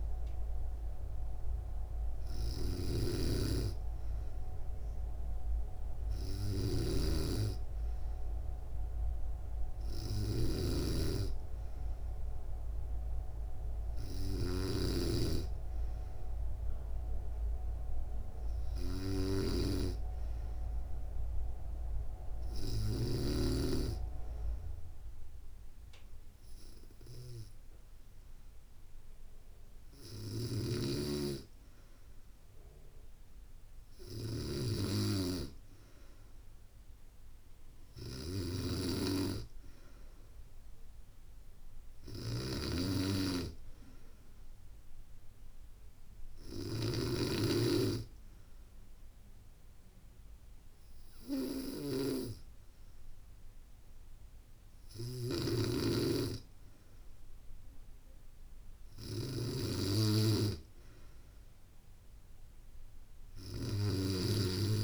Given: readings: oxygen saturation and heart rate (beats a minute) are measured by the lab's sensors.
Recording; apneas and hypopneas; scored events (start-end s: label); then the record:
breathing in sleep by a room microphone; none
0.00-22.50 s: snoring (device-marked)
30.00-64.84 s: snoring (device-marked)
From the record:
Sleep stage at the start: N2 (light sleep); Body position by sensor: on the back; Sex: female